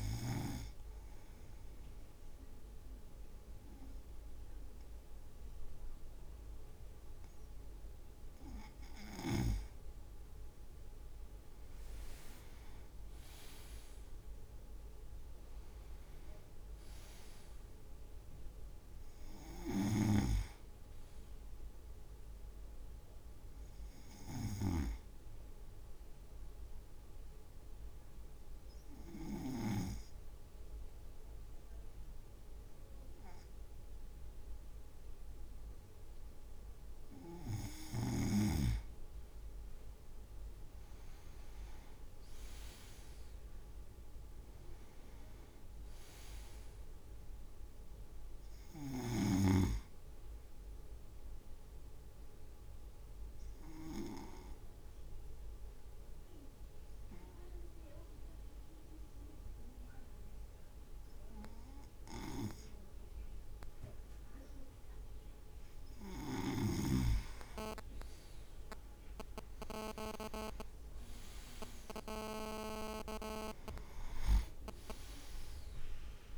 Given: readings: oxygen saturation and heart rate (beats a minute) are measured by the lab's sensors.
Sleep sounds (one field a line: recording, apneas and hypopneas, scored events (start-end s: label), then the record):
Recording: breathing in sleep by a room microphone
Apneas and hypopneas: 3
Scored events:
0.50-10.50 s: obstructive apnea (oxygen 98% before, 97% lowest, heart rate 57 before, 55 extreme, up 7 after)
10.00-11.00 s: leg movement (device-marked)
11.50-13.00 s: leg movement (device-marked)
11.50-16.00 s: arousal
12.00-25.00 s: drop in pulse transit time (device-marked, heart rate 57 before, 56 extreme)
20.00-30.00 s: snoring (device-marked)
27.00-38.00 s: obstructive apnea (oxygen 98% before, 97% lowest, heart rate 58 before, 54 extreme, up 3 after)
39.50-42.00 s: leg movement (device-marked)
40.00-43.00 s: arousal
42.00-53.00 s: drop in pulse transit time (device-marked, heart rate 58 before, 54 extreme)
52.50-66.50 s: obstructive apnea (oxygen 98% before, 97% lowest, heart rate 57 before, 51 extreme, up 6 after)
68.00-71.00 s: leg movement (device-marked)
69.50-73.00 s: arousal
71.00-76.38 s: drop in pulse transit time (device-marked, heart rate 56 before, 51 extreme)
From the record:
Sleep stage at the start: N2 (light sleep)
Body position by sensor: on the right side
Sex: male